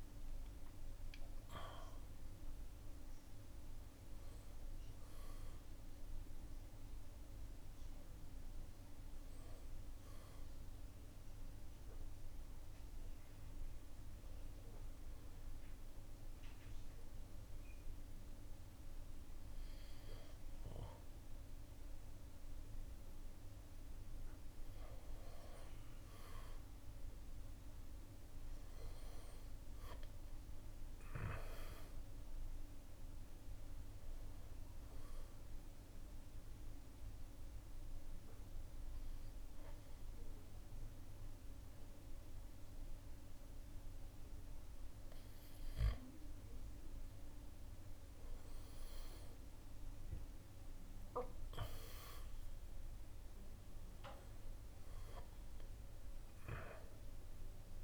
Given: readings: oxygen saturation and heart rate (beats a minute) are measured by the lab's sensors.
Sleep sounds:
breathing in sleep by a room microphone; 2
15.00-25.00 s: hypopnea (oxygen 96% before, 91% lowest, heart rate 76 before, 68 extreme, up 10 after)
26.50-30.00 s: arousal
31.50-45.50 s: oxygen desaturation (device-marked, oxygen 95% before, 91% lowest, heart rate 72 before, 70 extreme)
36.00-46.00 s: obstructive apnea (oxygen 96% before, 91% lowest, heart rate 72 before, 70 extreme, up 9 after)
48.00-51.50 s: arousal
51.50-57.84 s: drop in pulse transit time (device-marked, heart rate 74 before, 76 extreme)
55.50-57.84 s: oxygen desaturation (device-marked, oxygen 96% before, 91% lowest, heart rate 75 before, 71 extreme)
From the record:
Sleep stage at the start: N1 (lightest sleep); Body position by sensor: on the back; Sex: male

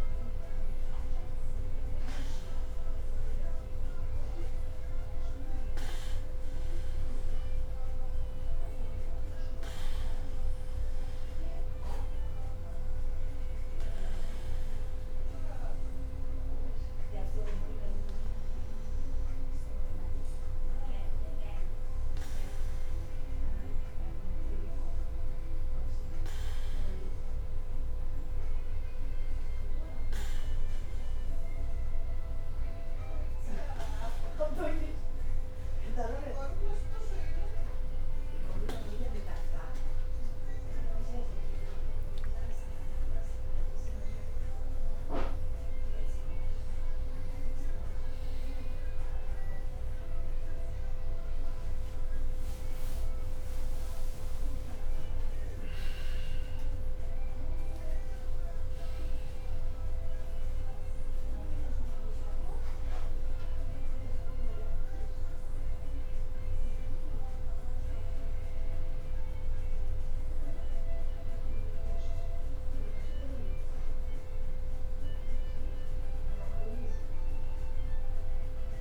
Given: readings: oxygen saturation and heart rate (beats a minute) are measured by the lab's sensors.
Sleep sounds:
breathing in sleep by a room microphone; none
0.00-4.50 s: leg movement (device-marked)
41.00-45.50 s: arousal
44.00-68.00 s: drop in pulse transit time (device-marked, heart rate 62 before, 62 extreme)
From the record:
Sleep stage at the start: N2 (light sleep); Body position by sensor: on the back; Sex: male

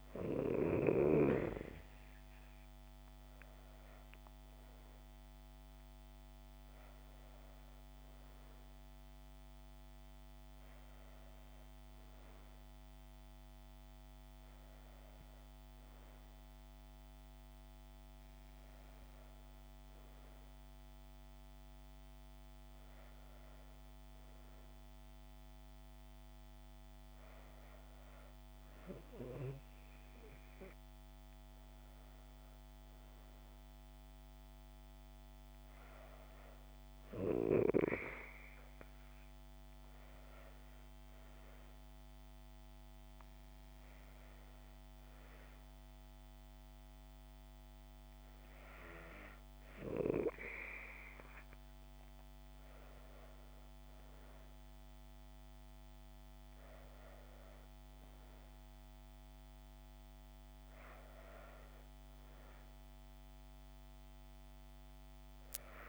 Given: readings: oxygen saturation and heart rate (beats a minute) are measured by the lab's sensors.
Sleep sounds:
breathing in sleep by a microphone on the trachea; none
none scored
From the record:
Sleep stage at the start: N2 (light sleep); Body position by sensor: on the back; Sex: female

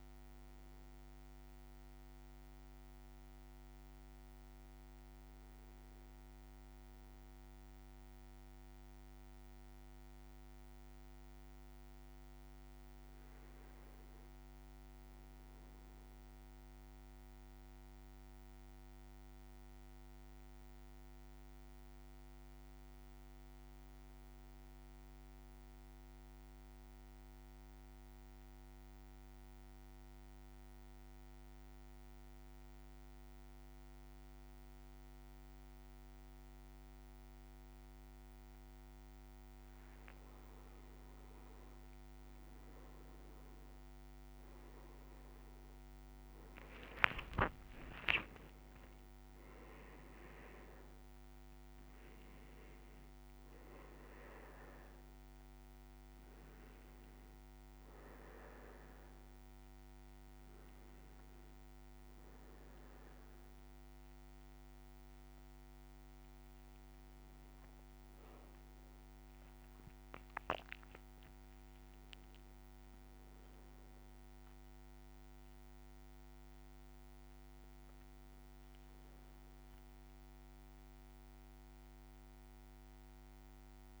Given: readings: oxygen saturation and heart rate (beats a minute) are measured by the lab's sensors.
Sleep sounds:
breathing in sleep, hard to hear, by a microphone on the trachea; 1
12.00-16.00 s: leg movement (device-marked)
25.50-39.50 s: central apnea (oxygen 100% before, 94% lowest, heart rate 57 before, 55 extreme, up 6 after)
39.50-42.50 s: leg movement (device-marked)
40.50-72.50 s: oxygen desaturation (device-marked, oxygen 99% before, 94% lowest, heart rate 56 before, 55 extreme)
45.00-49.50 s: arousal
57.50-84.00 s: new sleep stage, N2 (light sleep)
73.00-77.00 s: arousal
From the record:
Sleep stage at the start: N1 (lightest sleep); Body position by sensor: on the back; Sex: male

